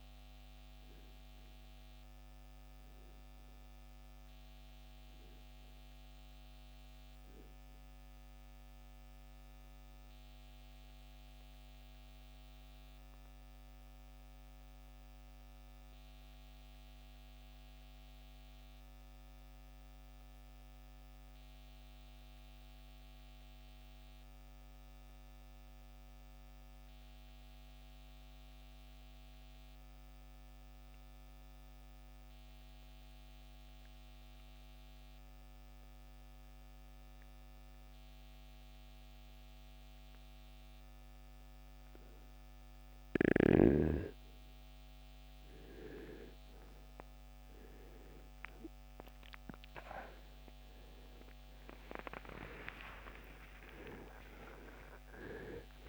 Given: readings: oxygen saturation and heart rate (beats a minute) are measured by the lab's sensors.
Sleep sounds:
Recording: breathing in sleep by a microphone on the trachea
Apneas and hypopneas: 1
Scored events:
12.00-42.50 s: mixed apnea (oxygen 97% before, 83% lowest, heart rate 75 before, 48 extreme, up 18 after)
15.50-34.50 s: oxygen desaturation (device-marked, oxygen 95% before, 84% lowest, heart rate 75 before, 48 extreme)
17.50-55.88 s: new sleep stage, N2 (light sleep)
45.00-51.50 s: arousal
From the record:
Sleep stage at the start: REM sleep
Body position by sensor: on the right side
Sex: male

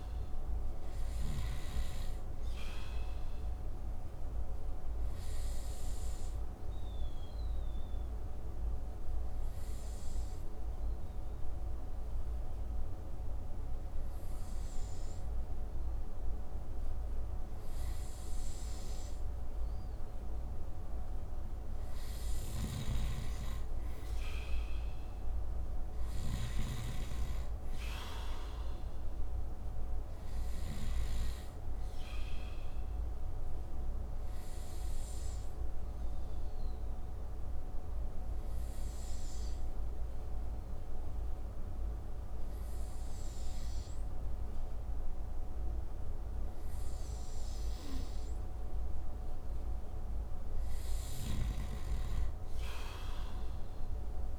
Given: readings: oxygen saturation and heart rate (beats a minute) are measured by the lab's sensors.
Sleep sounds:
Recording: breathing in sleep, hard to hear, by a room microphone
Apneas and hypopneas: 2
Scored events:
0.00-1.00 s: snoring (device-marked)
0.00-19.50 s: oxygen desaturation (device-marked, oxygen 90% lowest)
2.50-18.50 s: obstructive apnea (oxygen 95% before, 90% lowest)
21.50-26.00 s: snoring (device-marked)
24.00-27.50 s: arousal
31.50-45.50 s: oxygen desaturation (device-marked, oxygen 95% before, 91% lowest)
32.00-49.50 s: obstructive apnea (oxygen 96% before, 90% lowest)
50.50-54.39 s: snoring (device-marked)
51.50-54.00 s: arousal
From the record:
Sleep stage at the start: N2 (light sleep)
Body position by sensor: on the right side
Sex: male

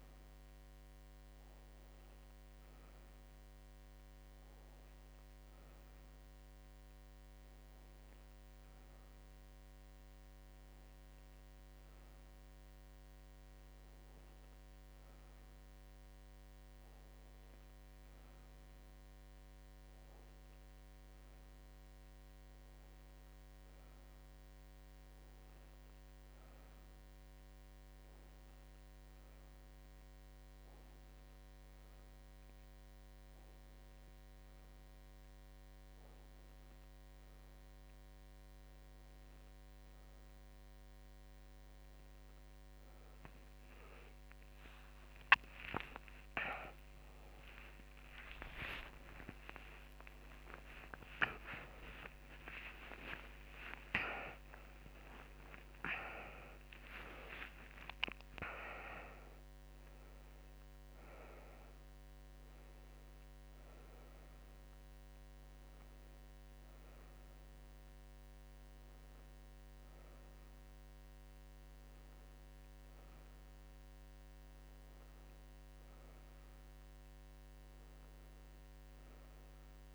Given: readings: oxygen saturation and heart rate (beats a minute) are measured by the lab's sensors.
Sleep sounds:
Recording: a person partly awake in a sleep study, by a microphone on the trachea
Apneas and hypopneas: none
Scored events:
23.00-53.00 s: new sleep stage, awake
53.00-79.94 s: new sleep stage, N1 (lightest sleep)
From the record:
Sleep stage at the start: N1 (lightest sleep)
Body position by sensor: on the back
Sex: female

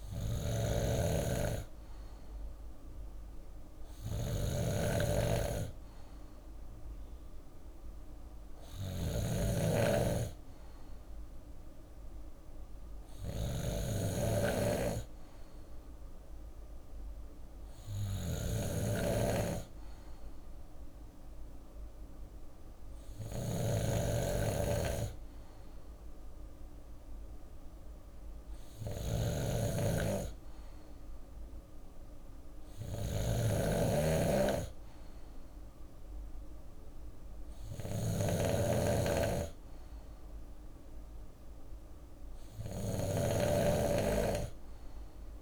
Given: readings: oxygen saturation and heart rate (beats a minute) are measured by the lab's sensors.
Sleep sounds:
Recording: breathing in sleep by a room microphone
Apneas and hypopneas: none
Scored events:
0.00-45.42 s: snoring (device-marked)
15.50-17.50 s: bradycardia (device-marked, heart rate 52 before, 60 extreme)
26.50-29.50 s: bradycardia (device-marked, heart rate 52 before, 60 extreme)
From the record:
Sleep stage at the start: N2 (light sleep)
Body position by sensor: on the left side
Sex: male

